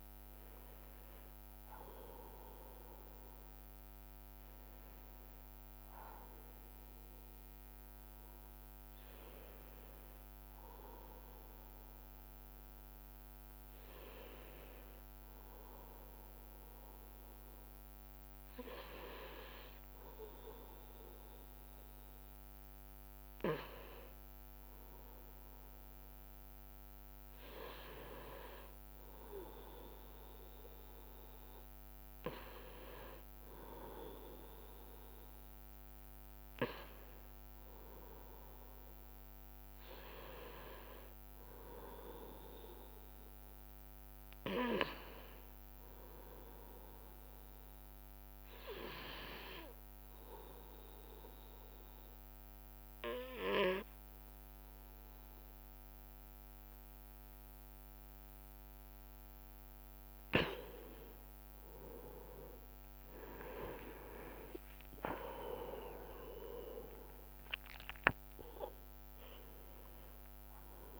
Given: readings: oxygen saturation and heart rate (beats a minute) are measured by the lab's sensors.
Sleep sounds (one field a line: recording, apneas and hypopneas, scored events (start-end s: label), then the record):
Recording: breathing in sleep by a microphone on the trachea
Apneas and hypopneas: 1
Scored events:
0.00-10.50 s: drop in pulse transit time (device-marked, heart rate 67 extreme)
0.00-16.50 s: oxygen desaturation (device-marked, oxygen 91% lowest, heart rate 62 extreme)
51.00-61.50 s: obstructive apnea (oxygen 97% before, 91% lowest, heart rate 65 before, 60 extreme, up 12 after)
63.00-68.00 s: arousal
65.50-71.00 s: drop in pulse transit time (device-marked, heart rate 65 before, 67 extreme)
67.50-71.00 s: oxygen desaturation (device-marked, oxygen 96% before, 91% lowest, heart rate 66 before, 60 extreme)
From the record:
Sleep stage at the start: N1 (lightest sleep)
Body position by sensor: on the right side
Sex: male